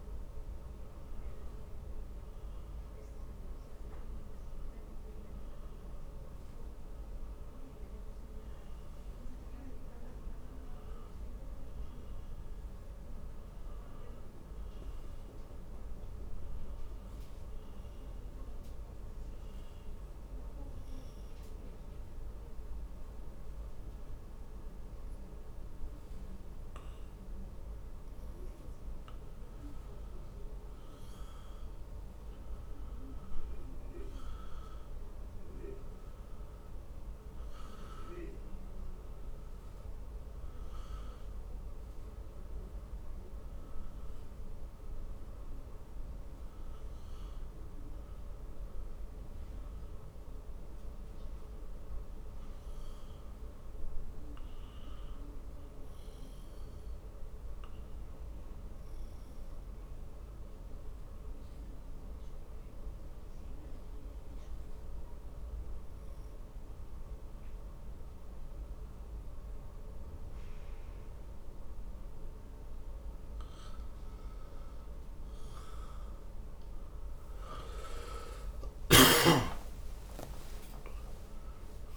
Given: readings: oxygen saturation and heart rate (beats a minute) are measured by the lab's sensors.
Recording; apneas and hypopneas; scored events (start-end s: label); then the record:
breathing in sleep, hard to hear, by a room microphone; 2
0.00-1.00 s: oxygen desaturation (device-marked, oxygen 96% lowest, heart rate 53 extreme)
7.00-67.00 s: new sleep stage, N2 (light sleep)
21.50-31.50 s: obstructive apnea (oxygen 98% before, 91% lowest, heart rate 62 before, 55 extreme, up 12 after)
33.50-38.00 s: arousal
59.00-74.00 s: obstructive apnea (oxygen 95% before, 90% lowest, heart rate 64 before, 55 extreme, up 24 after)
67.00-81.97 s: new sleep stage, N1 (lightest sleep)
77.00-81.97 s: arousal
From the record:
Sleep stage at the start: N1 (lightest sleep); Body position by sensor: on the back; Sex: male